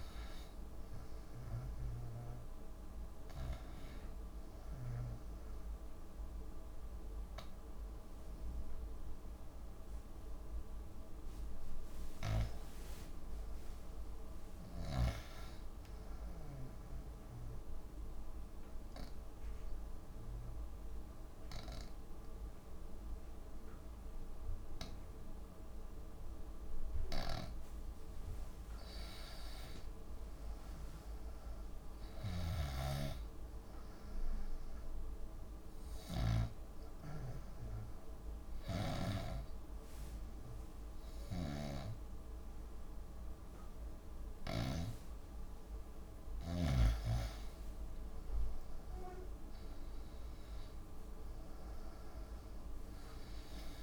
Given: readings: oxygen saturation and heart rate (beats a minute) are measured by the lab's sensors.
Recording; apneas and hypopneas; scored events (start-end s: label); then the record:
breathing in sleep by a room microphone; 2
0.00-1.50 s: oxygen desaturation (device-marked, oxygen 93% lowest)
11.50-15.50 s: arousal
18.00-29.00 s: obstructive apnea (oxygen 95% before, 87% lowest)
30.50-33.50 s: arousal
33.00-37.00 s: snoring (device-marked)
34.50-47.50 s: oxygen desaturation (device-marked, oxygen 93% before, 87% lowest)
35.50-45.50 s: hypopnea (oxygen 94% before, 87% lowest)
39.00-45.50 s: snoring (device-marked)
48.00-51.50 s: arousal
From the record:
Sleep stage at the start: N2 (light sleep); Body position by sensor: on the back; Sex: female